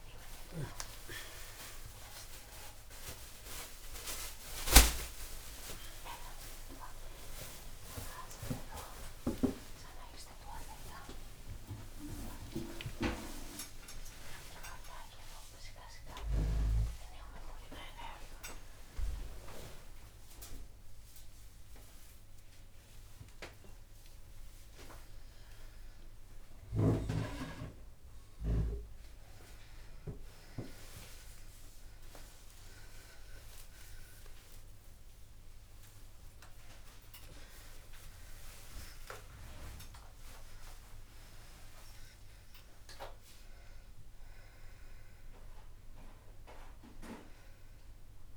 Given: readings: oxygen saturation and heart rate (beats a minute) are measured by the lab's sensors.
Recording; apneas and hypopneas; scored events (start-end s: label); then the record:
a person awake in a sleep study, by a room microphone; none
none scored
From the record:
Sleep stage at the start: awake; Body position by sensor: upright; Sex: female